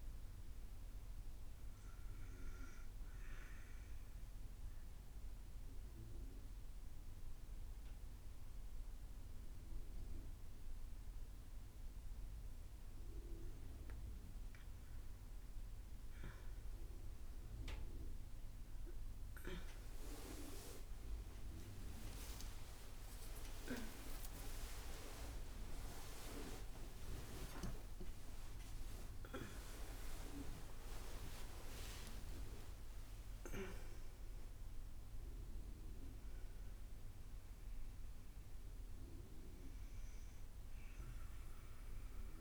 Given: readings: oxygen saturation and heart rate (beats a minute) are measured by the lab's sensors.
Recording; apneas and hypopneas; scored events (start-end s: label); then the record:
breathing in sleep by a room microphone; 1
3.50-14.50 s: obstructive apnea (oxygen 96% before, 94% lowest, heart rate 66 before, 63 extreme, up 31 after)
15.50-20.00 s: arousal
27.50-33.50 s: arousal
38.50-42.41 s: oxygen desaturation (device-marked, oxygen 97% before, 94% lowest, heart rate 125 before, 53 extreme)
From the record:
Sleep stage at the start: N2 (light sleep); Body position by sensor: on the back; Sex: female